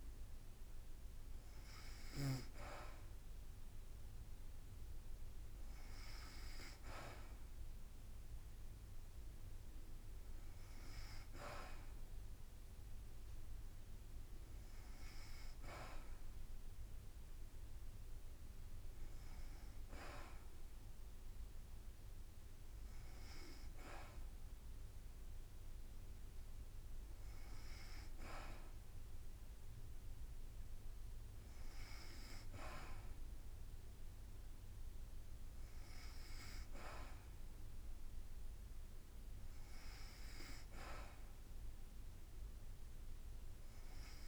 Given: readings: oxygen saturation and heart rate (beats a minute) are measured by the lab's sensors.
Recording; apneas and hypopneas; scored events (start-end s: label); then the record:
breathing in sleep by a room microphone; none
none scored
From the record:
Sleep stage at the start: N2 (light sleep); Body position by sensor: on the back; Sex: female